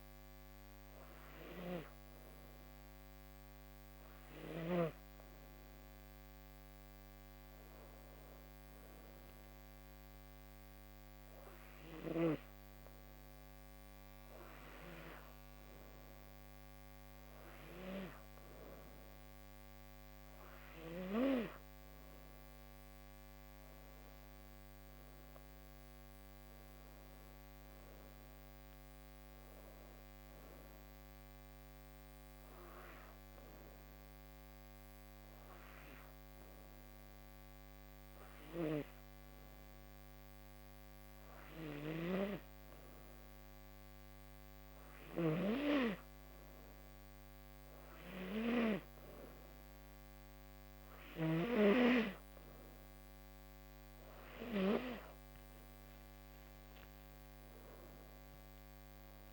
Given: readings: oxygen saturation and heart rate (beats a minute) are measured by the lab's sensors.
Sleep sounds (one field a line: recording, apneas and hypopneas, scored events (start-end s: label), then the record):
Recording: breathing in sleep by a microphone on the trachea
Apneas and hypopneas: 2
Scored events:
0.50-16.50 s: hypopnea (oxygen 96% before, 91% lowest, heart rate 82 before, 78 extreme, up 3 after)
19.50-24.00 s: arousal
34.00-52.50 s: hypopnea (oxygen 96% before, 91% lowest, heart rate 83 before, 78 extreme, up 8 after)
53.00-59.33 s: oxygen desaturation (device-marked, oxygen 96% before, 91% lowest, heart rate 82 before, 78 extreme)
56.00-59.00 s: arousal
From the record:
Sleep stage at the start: N2 (light sleep)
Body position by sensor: on the back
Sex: female